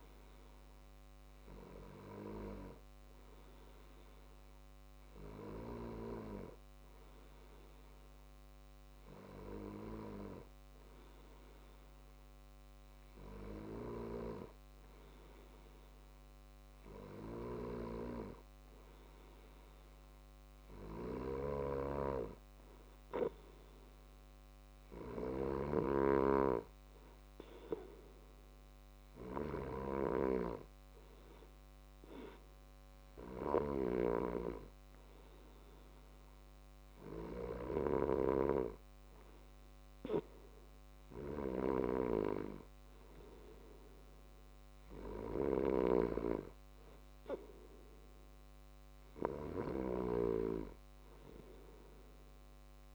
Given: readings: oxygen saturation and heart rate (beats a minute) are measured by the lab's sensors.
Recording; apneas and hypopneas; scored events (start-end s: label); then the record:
breathing in sleep by a microphone on the trachea; none
17.00-21.50 s: snoring (device-marked)
From the record:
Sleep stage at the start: N2 (light sleep); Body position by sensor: on the left side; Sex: male